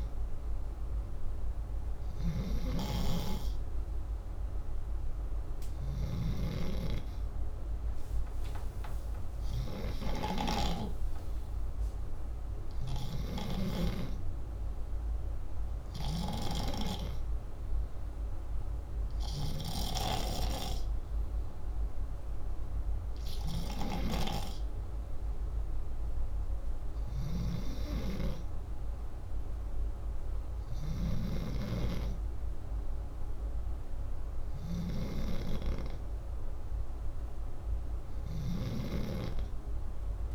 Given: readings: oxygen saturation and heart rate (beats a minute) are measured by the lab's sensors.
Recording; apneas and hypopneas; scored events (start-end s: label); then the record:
breathing in sleep by a room microphone; none
none scored
From the record:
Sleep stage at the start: N2 (light sleep); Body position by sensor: upright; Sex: male